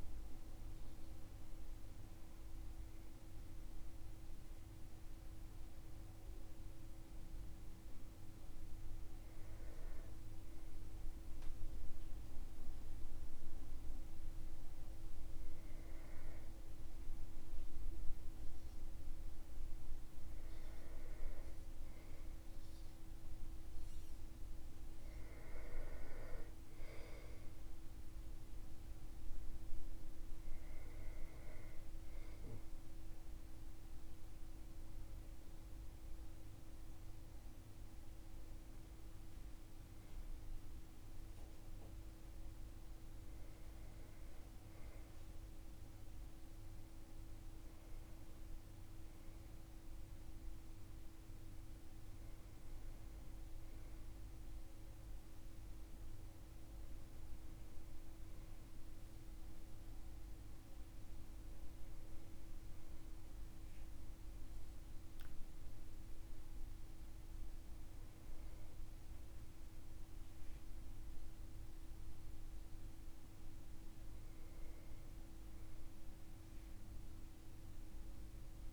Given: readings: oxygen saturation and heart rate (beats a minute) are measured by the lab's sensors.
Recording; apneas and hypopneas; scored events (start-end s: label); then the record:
breathing in sleep, hard to hear, by a room microphone; none
none scored
From the record:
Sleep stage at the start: N2 (light sleep); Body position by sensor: on the back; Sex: male